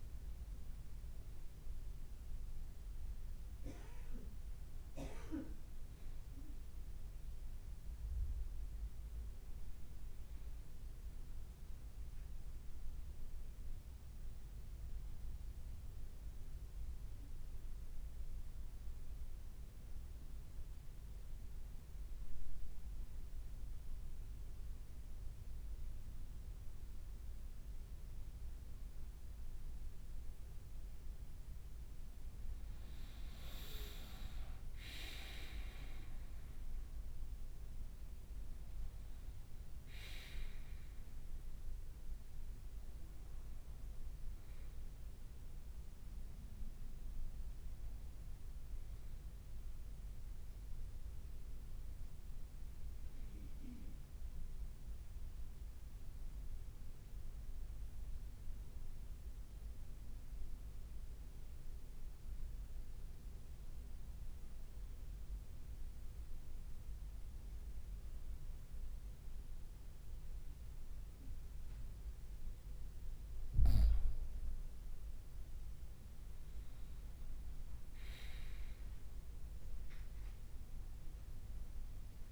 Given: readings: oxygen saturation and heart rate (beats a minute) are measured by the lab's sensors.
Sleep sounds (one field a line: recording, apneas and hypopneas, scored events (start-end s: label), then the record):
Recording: breathing in sleep by a room microphone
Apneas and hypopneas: 2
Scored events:
16.50-32.00 s: mixed apnea (oxygen 98% before, 94% lowest, heart rate 58 before, 53 extreme, up 3 after)
35.00-39.00 s: arousal
57.00-73.50 s: mixed apnea (oxygen 97% before, 93% lowest, heart rate 57 before, 54 extreme)
76.50-80.00 s: arousal
From the record:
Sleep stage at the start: N2 (light sleep)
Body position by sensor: on the right side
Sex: male